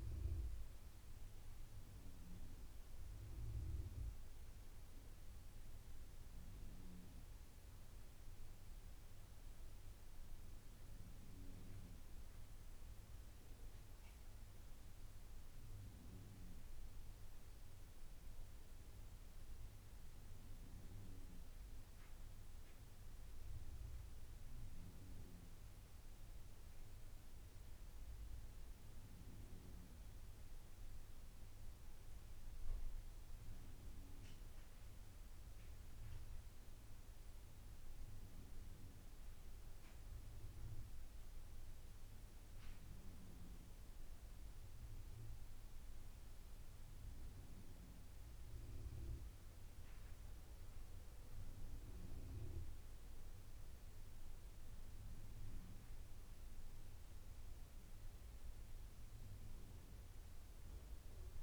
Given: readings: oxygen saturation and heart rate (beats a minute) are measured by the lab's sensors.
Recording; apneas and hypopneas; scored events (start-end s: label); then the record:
breathing in sleep, hard to hear, by a room microphone; none
49.00-61.43 s: new sleep stage, N2 (light sleep)
From the record:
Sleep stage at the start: N1 (lightest sleep); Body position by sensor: on the back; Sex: male